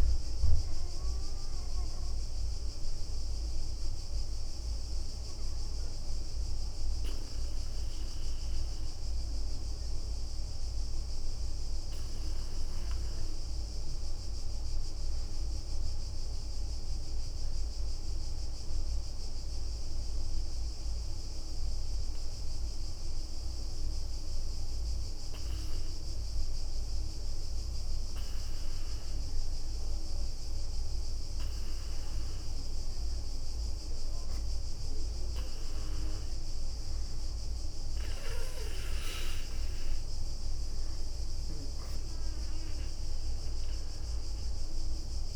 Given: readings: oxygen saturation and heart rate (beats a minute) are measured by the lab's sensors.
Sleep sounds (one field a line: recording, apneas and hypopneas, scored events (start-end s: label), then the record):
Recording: breathing in sleep, hard to hear, by a room microphone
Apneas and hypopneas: 1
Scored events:
8.50-23.00 s: obstructive apnea (oxygen 98% before, 93% lowest, heart rate 66 before, 63 extreme, up 3 after)
25.00-29.50 s: arousal
31.00-45.36 s: oxygen desaturation (device-marked, oxygen 98% before, 94% lowest, heart rate 64 before, 66 extreme)
From the record:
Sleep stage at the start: REM sleep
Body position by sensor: on the right side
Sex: female